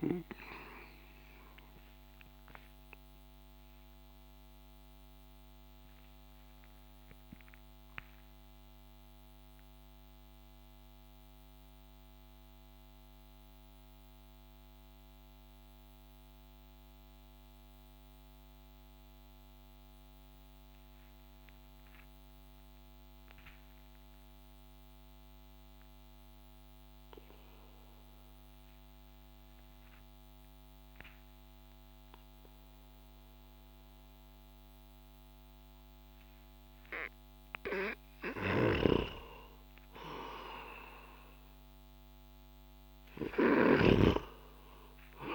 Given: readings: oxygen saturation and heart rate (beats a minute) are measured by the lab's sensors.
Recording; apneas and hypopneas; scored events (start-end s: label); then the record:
breathing in sleep by a microphone on the trachea; 1
2.00-37.00 s: mixed apnea (oxygen 98% before, 92% lowest)
7.00-18.00 s: oxygen desaturation (device-marked, oxygen 95% before, 92% lowest)
37.50-43.50 s: snoring (device-marked)
38.50-43.00 s: arousal
44.00-45.35 s: oxygen desaturation (device-marked, oxygen 97% before, 92% lowest)
From the record:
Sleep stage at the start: N2 (light sleep); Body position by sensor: on the back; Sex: male